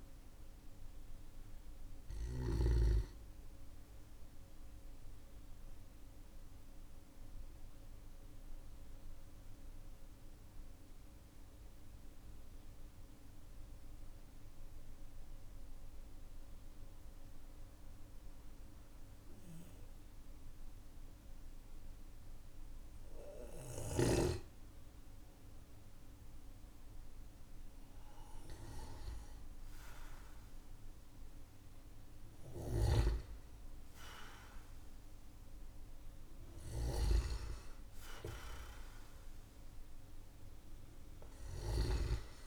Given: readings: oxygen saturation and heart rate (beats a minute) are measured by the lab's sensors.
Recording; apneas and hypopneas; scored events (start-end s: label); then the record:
breathing in sleep by a room microphone; 1
3.50-25.50 s: obstructive apnea (oxygen 98% before, 94% lowest, heart rate 53 before, 44 extreme, up 16 after)
9.50-42.47 s: new sleep stage, N2 (light sleep)
29.00-33.00 s: arousal
41.00-42.47 s: snoring (device-marked)
From the record:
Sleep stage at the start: N1 (lightest sleep); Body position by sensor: on the back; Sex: male